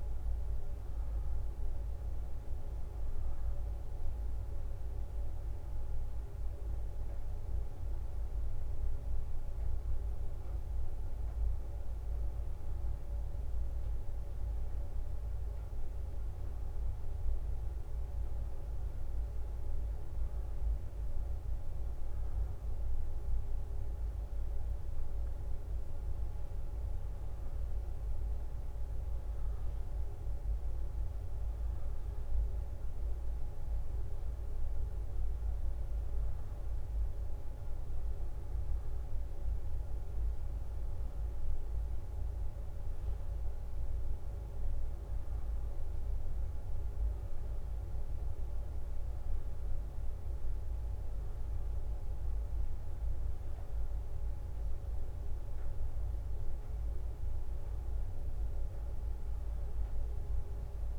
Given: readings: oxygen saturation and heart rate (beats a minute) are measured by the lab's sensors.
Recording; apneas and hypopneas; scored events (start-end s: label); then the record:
a person awake in a sleep study, hard to hear, by a room microphone; none
0.00-5.00 s: leg movement (device-marked)
5.50-10.50 s: leg movement (device-marked)
11.50-20.50 s: leg movement (device-marked)
31.00-44.00 s: drop in pulse transit time (device-marked, heart rate 65 before, 63 extreme)
34.00-39.00 s: leg movement (device-marked)
52.50-57.00 s: leg movement (device-marked)
58.50-60.99 s: leg movement (device-marked)
From the record:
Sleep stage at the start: awake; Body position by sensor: on the back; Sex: female